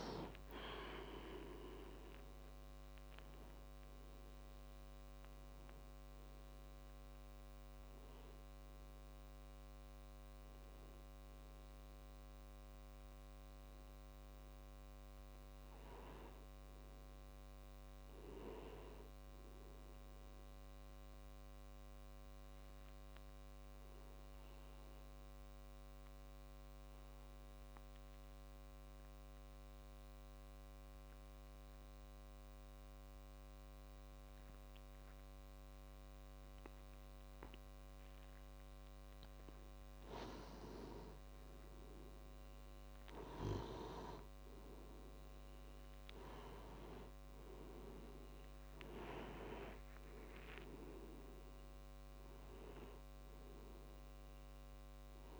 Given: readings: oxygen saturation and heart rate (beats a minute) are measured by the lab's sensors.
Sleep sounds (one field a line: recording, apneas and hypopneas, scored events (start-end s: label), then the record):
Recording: breathing in sleep by a microphone on the trachea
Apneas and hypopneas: 1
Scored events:
0.00-1.00 s: arousal
0.00-25.50 s: oxygen desaturation (device-marked, oxygen 89% lowest)
15.50-20.50 s: tachycardia (device-marked)
22.50-38.50 s: obstructive apnea (oxygen 96% before, 91% lowest, heart rate 71 before, 44 extreme)
31.50-44.50 s: tachycardia (device-marked)
41.00-44.50 s: arousal
44.50-55.40 s: oxygen desaturation (device-marked, oxygen 98% before, 91% lowest)
From the record:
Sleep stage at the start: N2 (light sleep)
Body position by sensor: on the back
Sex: male